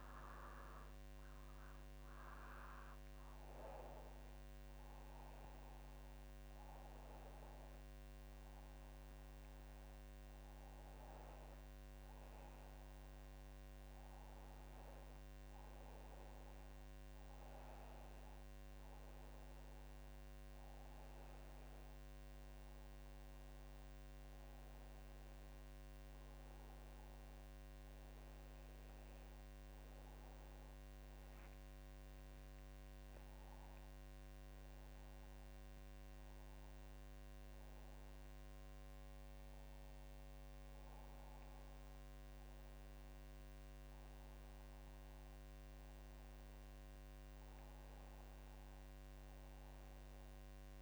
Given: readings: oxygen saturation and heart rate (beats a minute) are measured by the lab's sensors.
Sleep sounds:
breathing in sleep, hard to hear, by a microphone on the trachea; none
32.50-36.00 s: arousal
From the record:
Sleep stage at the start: N2 (light sleep); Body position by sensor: on the back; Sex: female

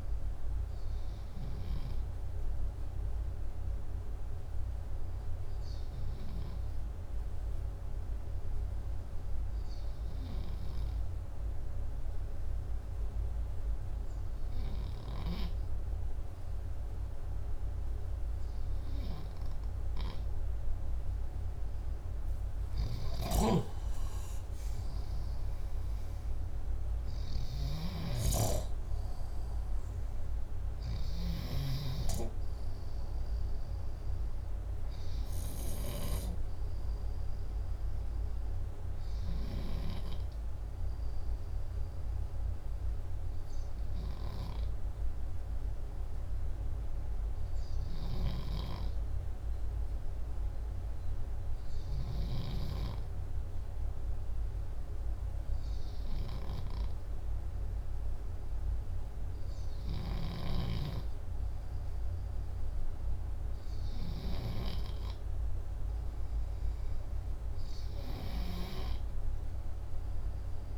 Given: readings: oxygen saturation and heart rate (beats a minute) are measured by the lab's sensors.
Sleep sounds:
breathing in sleep by a room microphone; 2
7.00-21.50 s: hypopnea (oxygen 95% before, 93% lowest, heart rate 62 before, 58 extreme, up 2 after)
22.00-27.00 s: snoring (device-marked)
23.50-27.00 s: arousal
42.00-58.00 s: hypopnea (oxygen 98% before, 94% lowest, heart rate 61 before, 58 extreme, up 1 after)
60.00-63.50 s: arousal
From the record:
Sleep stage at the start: N2 (light sleep); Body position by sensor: upright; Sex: male

